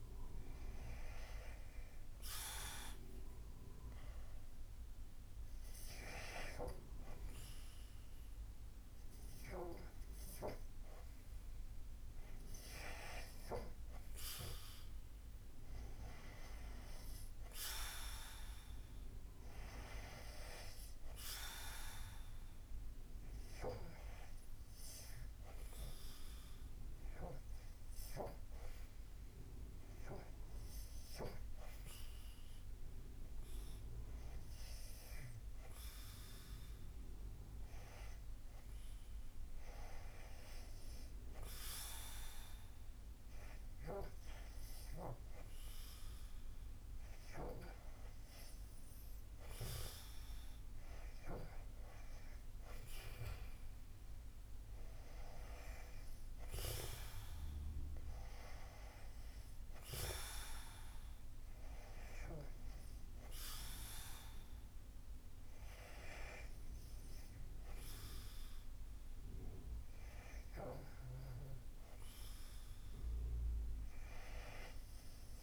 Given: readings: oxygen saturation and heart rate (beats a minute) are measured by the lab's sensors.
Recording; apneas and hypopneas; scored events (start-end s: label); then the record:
breathing in sleep by a room microphone; 1
6.50-75.43 s: new sleep stage, REM sleep
24.00-38.00 s: hypopnea (oxygen 96% before, 93% lowest, heart rate 81 before, 74 extreme, up 8 after)
41.00-45.50 s: arousal
From the record:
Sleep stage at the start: N2 (light sleep); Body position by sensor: on the back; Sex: male